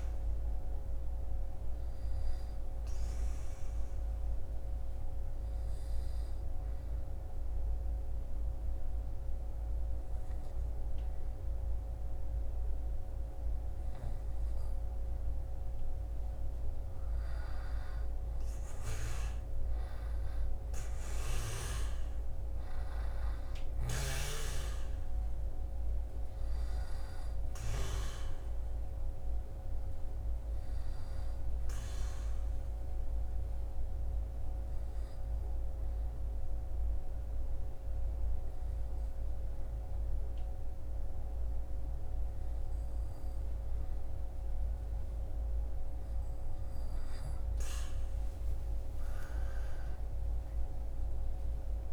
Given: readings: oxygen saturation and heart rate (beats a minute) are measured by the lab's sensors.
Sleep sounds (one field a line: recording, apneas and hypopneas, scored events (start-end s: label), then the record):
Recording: breathing in sleep, hard to hear, by a room microphone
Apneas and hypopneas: 2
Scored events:
0.50-14.50 s: obstructive apnea (oxygen 98% before, 95% lowest, heart rate 70 before, 61 extreme, up 12 after)
16.50-21.00 s: arousal
29.50-45.50 s: obstructive apnea (oxygen 99% before, 96% lowest, heart rate 67 before, 58 extreme, up 18 after)
48.50-51.93 s: arousal
From the record:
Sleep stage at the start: N2 (light sleep)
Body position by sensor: on the back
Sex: male